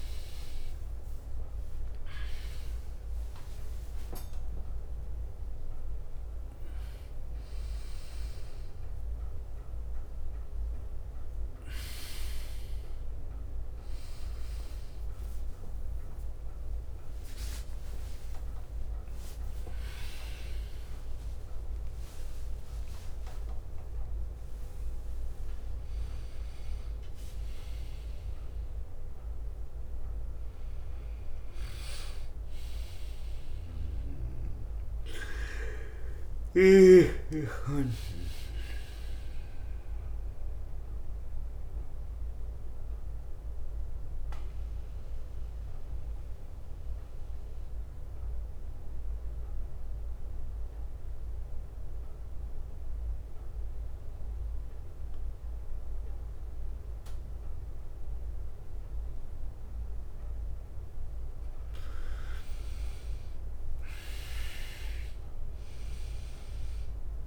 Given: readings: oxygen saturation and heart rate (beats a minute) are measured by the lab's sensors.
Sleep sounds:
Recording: breathing in sleep by a room microphone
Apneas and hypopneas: 1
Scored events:
0.00-2.50 s: arousal
0.00-6.00 s: tachycardia (device-marked, heart rate 122 extreme)
0.50-5.00 s: leg movement (device-marked)
2.00-4.00 s: long interval between heartbeats (device-marked, heart rate 63 before, 103 extreme)
2.00-16.00 s: drop in pulse transit time (device-marked, heart rate 63 before, 72 extreme)
6.00-10.50 s: leg movement (device-marked)
13.00-15.50 s: leg movement (device-marked)
15.50-17.50 s: long interval between heartbeats (device-marked, heart rate 87 before, 100 extreme)
16.50-20.00 s: leg movement (device-marked)
17.50-22.00 s: arousal
24.50-28.00 s: leg movement (device-marked)
34.50-36.00 s: leg movement (device-marked)
35.00-52.00 s: drop in pulse transit time (device-marked, heart rate 79 before, 57 extreme)
39.00-60.00 s: mixed apnea (oxygen 97% before, 89% lowest, heart rate 73 before, 55 extreme, up 9 after)
44.00-52.00 s: bradycardia (device-marked, heart rate 66 before, 57 extreme)
56.00-60.00 s: bradycardia (device-marked, heart rate 67 before, 59 extreme)
62.50-66.00 s: arousal
63.50-64.50 s: leg movement (device-marked)
From the record:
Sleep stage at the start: N2 (light sleep)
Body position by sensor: on the right side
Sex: male

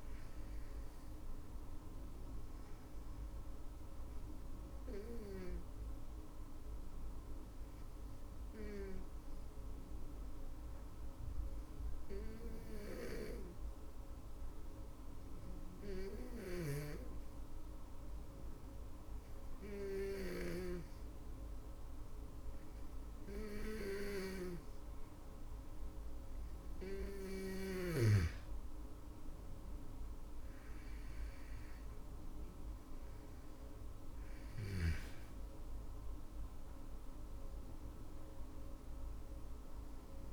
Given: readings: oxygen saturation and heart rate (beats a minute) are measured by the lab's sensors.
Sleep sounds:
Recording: breathing in sleep by a room microphone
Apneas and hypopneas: 1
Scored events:
3.00-24.50 s: hypopnea (oxygen 98% before, 95% lowest, heart rate 57 before, 51 extreme, up 11 after)
29.00-32.50 s: arousal
From the record:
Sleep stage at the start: N2 (light sleep)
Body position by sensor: on the back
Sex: female

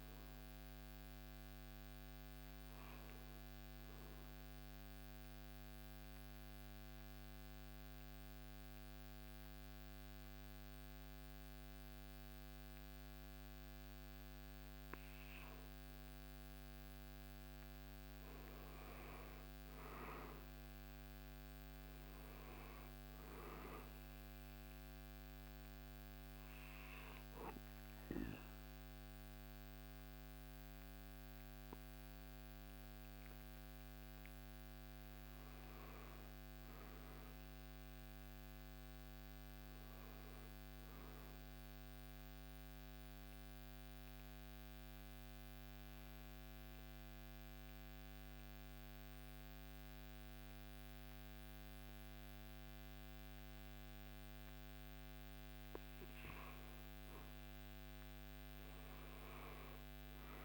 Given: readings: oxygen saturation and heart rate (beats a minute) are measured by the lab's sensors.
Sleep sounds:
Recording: breathing in sleep, hard to hear, by a microphone on the trachea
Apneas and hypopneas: 3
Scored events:
0.00-4.50 s: drop in pulse transit time (device-marked, heart rate 74 extreme)
0.00-12.50 s: oxygen desaturation (device-marked, oxygen 89% lowest, heart rate 70 extreme)
5.00-15.50 s: central apnea (oxygen 95% before, 89% lowest, heart rate 75 before, 70 extreme, up 3 after)
17.50-20.50 s: arousal
23.50-39.50 s: oxygen desaturation (device-marked, oxygen 97% before, 91% lowest, heart rate 74 before, 67 extreme)
24.50-34.50 s: hypopnea (oxygen 97% before, 90% lowest, heart rate 74 before, 67 extreme, up 4 after)
35.00-38.50 s: arousal
41.50-55.50 s: hypopnea (oxygen 97% before, 90% lowest, heart rate 73 before, 67 extreme, up 5 after)
56.50-60.00 s: arousal
From the record:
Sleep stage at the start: N2 (light sleep)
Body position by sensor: on the back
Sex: male

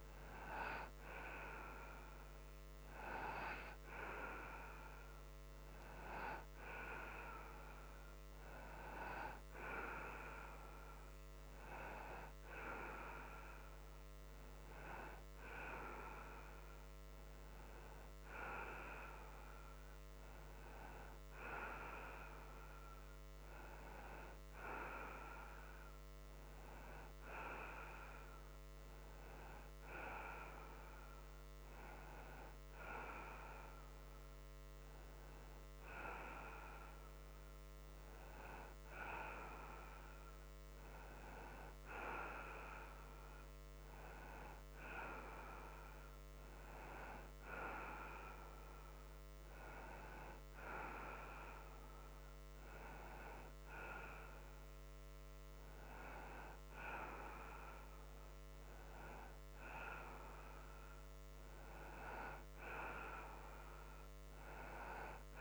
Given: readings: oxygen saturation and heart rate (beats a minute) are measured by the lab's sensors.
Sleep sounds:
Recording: breathing in sleep by a microphone on the trachea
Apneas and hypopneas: none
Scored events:
none scored
From the record:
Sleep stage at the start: N2 (light sleep)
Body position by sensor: upright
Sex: male

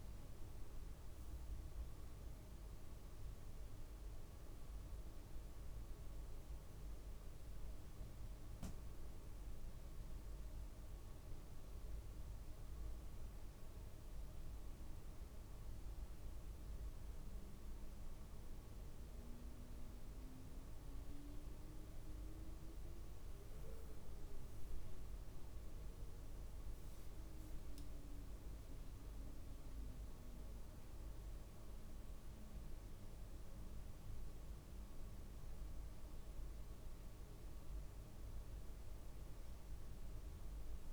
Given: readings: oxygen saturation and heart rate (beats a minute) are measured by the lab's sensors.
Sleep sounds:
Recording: a person awake in a sleep study, hard to hear, by a room microphone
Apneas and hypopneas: none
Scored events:
none scored
From the record:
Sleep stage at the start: awake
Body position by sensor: on the back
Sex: male

